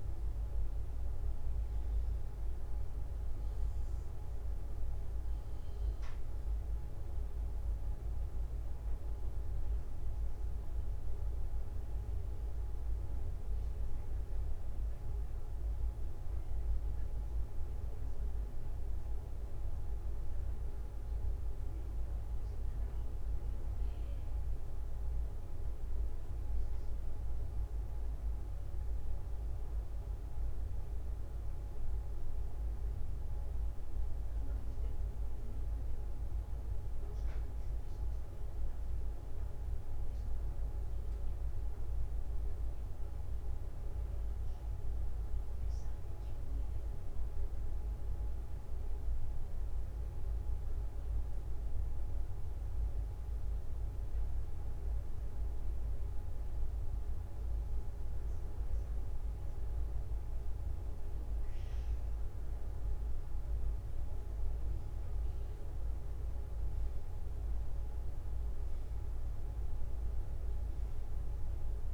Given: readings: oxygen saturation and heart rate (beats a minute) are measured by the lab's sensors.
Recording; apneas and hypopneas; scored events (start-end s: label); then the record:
breathing in sleep, hard to hear, by a room microphone; none
none scored
From the record:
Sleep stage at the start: N1 (lightest sleep); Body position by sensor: on the back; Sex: male